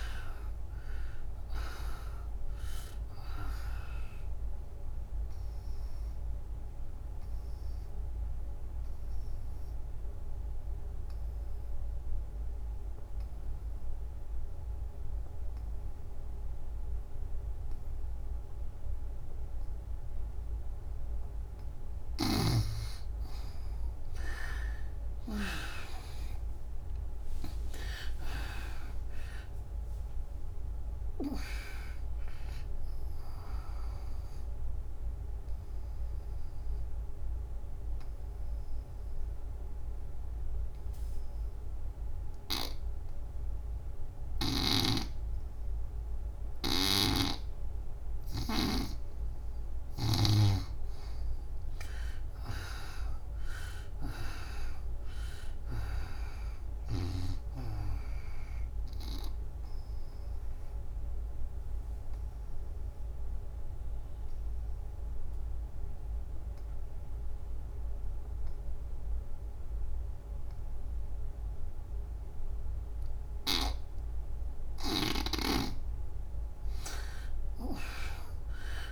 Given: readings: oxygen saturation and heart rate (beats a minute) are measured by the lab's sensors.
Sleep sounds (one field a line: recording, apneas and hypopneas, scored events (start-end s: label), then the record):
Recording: breathing in sleep by a room microphone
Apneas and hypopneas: 3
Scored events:
0.00-1.50 s: arousal
4.00-20.50 s: obstructive apnea (oxygen 97% before, 77% lowest, heart rate 81 before, 73 extreme, up 32 after)
5.50-12.50 s: oxygen desaturation (device-marked, oxygen 95% before, 85% lowest, heart rate 79 before, 73 extreme)
23.50-27.00 s: arousal
26.50-49.50 s: oxygen desaturation (device-marked, oxygen 95% before, 77% lowest, heart rate 82 before, 69 extreme)
33.50-46.50 s: obstructive apnea (oxygen 95% before, 77% lowest, heart rate 88 before, 69 extreme, up 4 after)
46.50-50.00 s: snoring (device-marked)
49.50-52.50 s: arousal
51.50-66.50 s: oxygen desaturation (device-marked, oxygen 98% before, 84% lowest, heart rate 83 before, 70 extreme)
59.00-74.00 s: obstructive apnea (oxygen 98% before, 77% lowest, heart rate 76 before, 70 extreme, up 17 after)
76.50-78.92 s: oxygen desaturation (device-marked, oxygen 96% before, 79% lowest, heart rate 83 before, 73 extreme)
77.50-78.92 s: arousal
From the record:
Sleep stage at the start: N2 (light sleep)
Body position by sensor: on the back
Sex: female